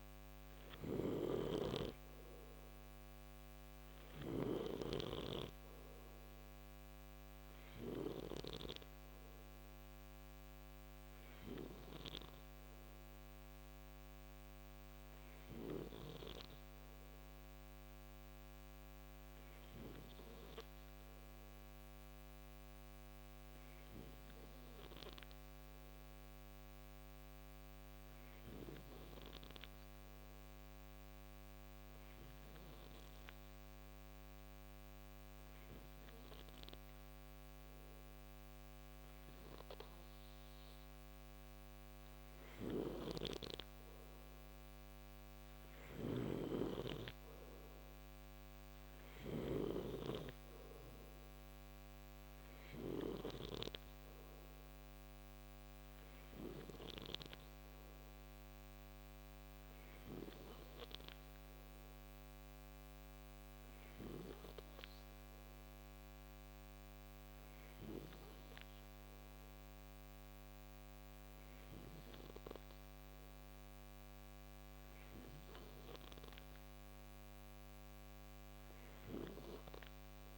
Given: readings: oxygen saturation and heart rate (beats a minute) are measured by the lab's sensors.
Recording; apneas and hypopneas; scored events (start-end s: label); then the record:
breathing in sleep by a microphone on the trachea; 1
0.00-7.50 s: snoring (device-marked)
0.00-10.00 s: oxygen desaturation (device-marked, oxygen 90% lowest, heart rate 56 extreme)
13.00-41.50 s: hypopnea (oxygen 95% before, 91% lowest, heart rate 62 before, 56 extreme, up 4 after)
42.00-56.50 s: snoring (device-marked)
43.00-47.50 s: arousal
From the record:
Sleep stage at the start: N2 (light sleep); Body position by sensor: on the right side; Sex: male